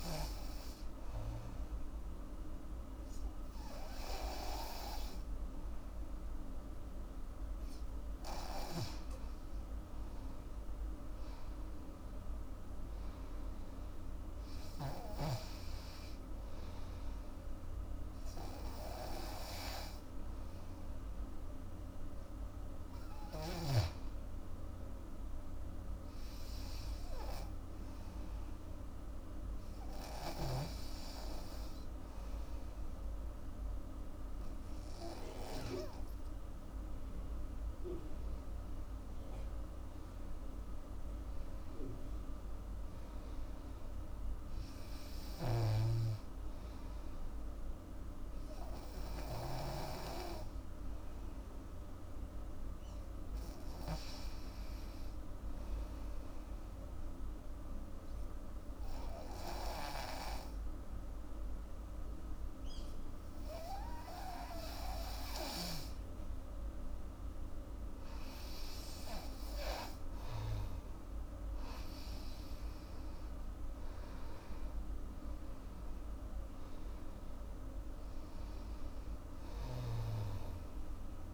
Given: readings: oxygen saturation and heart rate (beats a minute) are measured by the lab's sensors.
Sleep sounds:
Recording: breathing in sleep by a room microphone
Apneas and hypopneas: 2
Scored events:
0.00-13.00 s: oxygen desaturation (device-marked, oxygen 93% lowest, heart rate 75 extreme)
26.50-38.50 s: hypopnea (oxygen 97% before, 90% lowest, heart rate 81 before, 75 extreme, up 10 after)
40.00-43.00 s: arousal
45.50-50.00 s: snoring (device-marked)
57.00-68.00 s: obstructive apnea (oxygen 98% before, 90% lowest, heart rate 79 before, 76 extreme, up 5 after)
69.00-81.34 s: oxygen desaturation (device-marked, oxygen 98% before, 90% lowest, heart rate 80 before, 76 extreme)
73.00-77.00 s: arousal
From the record:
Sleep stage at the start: N2 (light sleep)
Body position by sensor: on the back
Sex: female

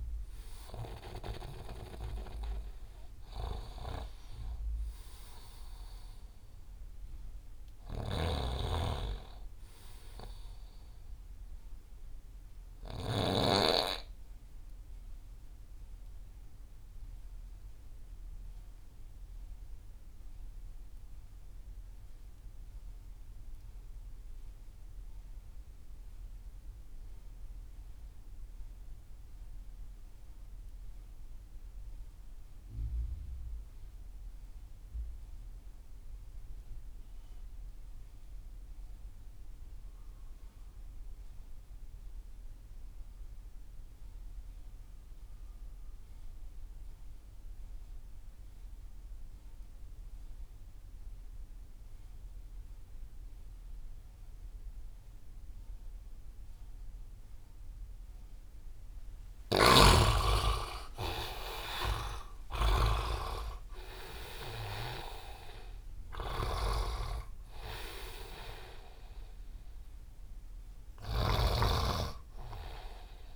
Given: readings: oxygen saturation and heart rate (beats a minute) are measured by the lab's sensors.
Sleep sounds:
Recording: breathing in sleep by a room microphone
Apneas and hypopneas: 1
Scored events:
8.00-13.50 s: snoring (device-marked)
15.00-58.00 s: obstructive apnea (oxygen 98% before, 64% lowest)
26.50-73.36 s: oxygen desaturation (device-marked, oxygen 98% before, 64% lowest)
59.50-71.50 s: snoring (device-marked)
60.00-63.00 s: arousal
From the record:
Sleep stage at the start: REM sleep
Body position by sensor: on the right side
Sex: male

